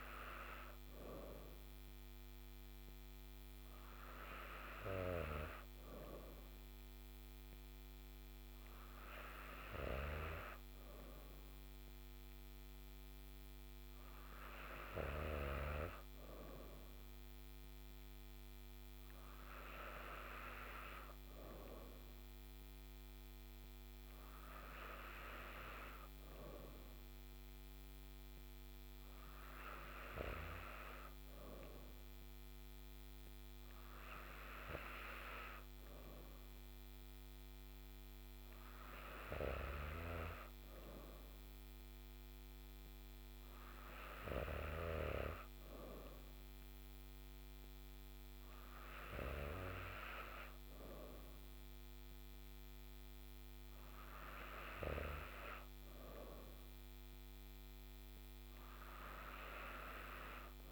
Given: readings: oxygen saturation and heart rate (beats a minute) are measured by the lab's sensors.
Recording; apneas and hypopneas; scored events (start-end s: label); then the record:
breathing in sleep by a microphone on the trachea; none
none scored
From the record:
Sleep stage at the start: N3 (deep sleep); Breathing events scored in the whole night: 86 in 5.5 hours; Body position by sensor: on the back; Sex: female